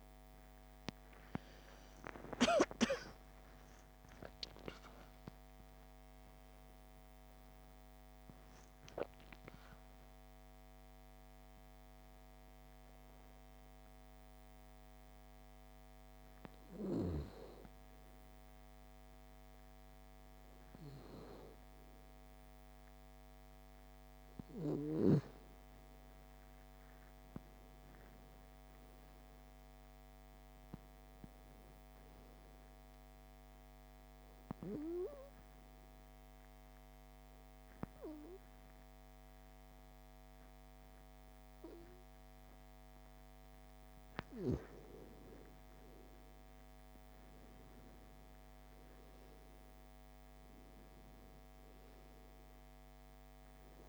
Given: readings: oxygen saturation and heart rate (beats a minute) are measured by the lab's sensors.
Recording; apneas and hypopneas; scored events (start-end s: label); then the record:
breathing in sleep by a microphone on the trachea; 2
3.50-9.50 s: arousal
14.50-24.50 s: hypopnea (oxygen 96% before, 91% lowest)
26.00-29.50 s: arousal
33.00-43.50 s: obstructive apnea (oxygen 97% before, 91% lowest)
33.00-50.00 s: oxygen desaturation (device-marked, oxygen 97% before, 94% lowest)
45.00-49.50 s: arousal
From the record:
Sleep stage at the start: N2 (light sleep); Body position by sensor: on the back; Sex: female